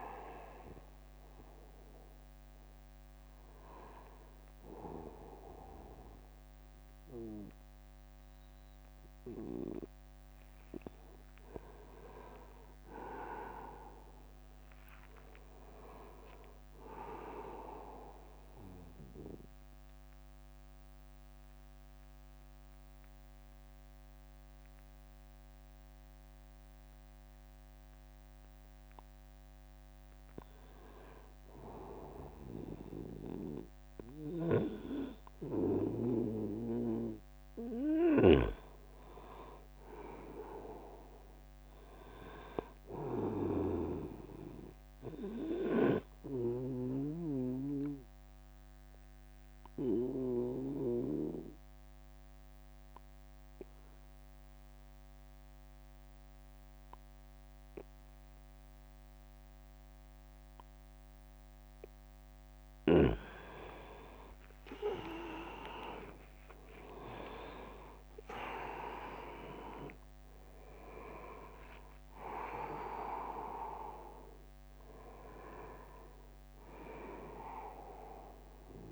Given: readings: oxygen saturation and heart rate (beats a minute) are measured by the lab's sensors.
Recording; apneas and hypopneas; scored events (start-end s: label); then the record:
breathing in sleep by a microphone on the trachea; 2
0.00-3.50 s: oxygen desaturation (device-marked, oxygen 86% lowest, heart rate 77 extreme)
11.50-15.00 s: arousal
18.00-30.50 s: obstructive apnea (oxygen 100% before, 90% lowest, heart rate 80 before, 69 extreme, up 15 after)
33.50-37.50 s: arousal
40.50-60.50 s: oxygen desaturation (device-marked, oxygen 99% before, 94% lowest, heart rate 80 before, 72 extreme)
47.50-62.00 s: obstructive apnea (oxygen 100% before, 90% lowest, heart rate 78 before, 72 extreme, up 7 after)
63.50-69.00 s: arousal
67.50-78.92 s: drop in pulse transit time (device-marked, heart rate 78 before, 76 extreme)
71.50-78.92 s: oxygen desaturation (device-marked, oxygen 97% before, 90% lowest, heart rate 78 before, 69 extreme)
From the record:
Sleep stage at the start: N2 (light sleep); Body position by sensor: on the back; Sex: male